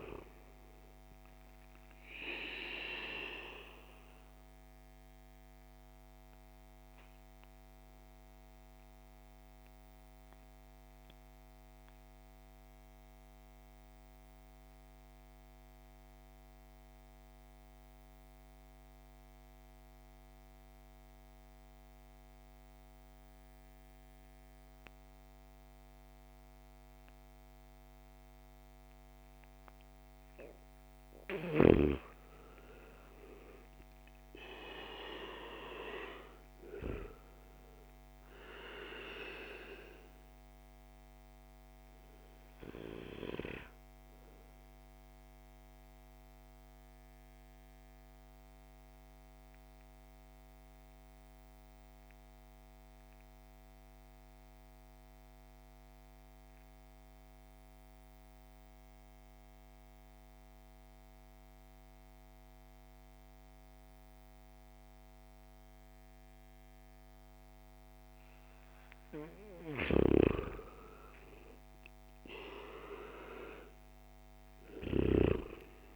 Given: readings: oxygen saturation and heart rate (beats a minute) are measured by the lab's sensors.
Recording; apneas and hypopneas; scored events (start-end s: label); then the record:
breathing in sleep by a microphone on the trachea; 2
0.00-24.50 s: oxygen desaturation (device-marked, oxygen 86% lowest)
4.50-31.50 s: mixed apnea (oxygen 99% before, 84% lowest)
31.50-68.50 s: oxygen desaturation (device-marked, oxygen 99% before, 84% lowest)
33.00-37.00 s: arousal
43.50-69.00 s: mixed apnea (oxygen 99% before, 84% lowest)
70.50-74.00 s: arousal
From the record:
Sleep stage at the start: N2 (light sleep); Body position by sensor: on the back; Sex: male